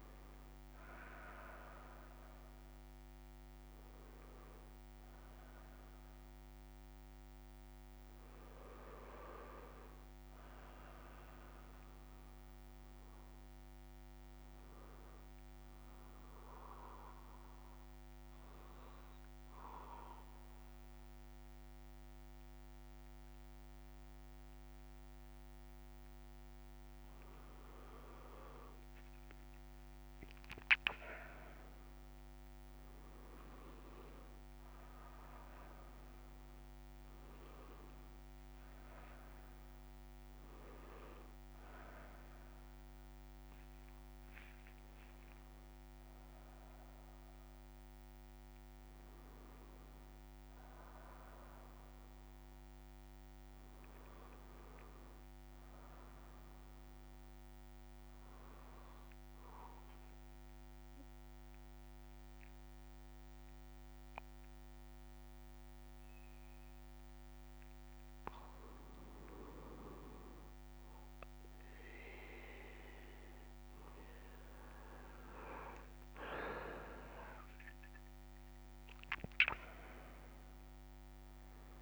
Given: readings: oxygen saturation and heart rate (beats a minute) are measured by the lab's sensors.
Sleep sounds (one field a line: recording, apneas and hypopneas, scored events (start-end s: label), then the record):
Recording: breathing in sleep by a microphone on the trachea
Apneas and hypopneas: 2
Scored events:
0.00-13.00 s: oxygen desaturation (device-marked, oxygen 93% lowest)
15.50-26.50 s: obstructive apnea (oxygen 99% before, 94% lowest)
59.00-70.00 s: obstructive apnea (oxygen 99% before, 93% lowest, heart rate 32 before, 60 extreme)
80.00-81.82 s: oxygen desaturation (device-marked, oxygen 97% before, 93% lowest, heart rate 113 before, 60 extreme)
From the record:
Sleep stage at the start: N1 (lightest sleep)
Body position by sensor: on the back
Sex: male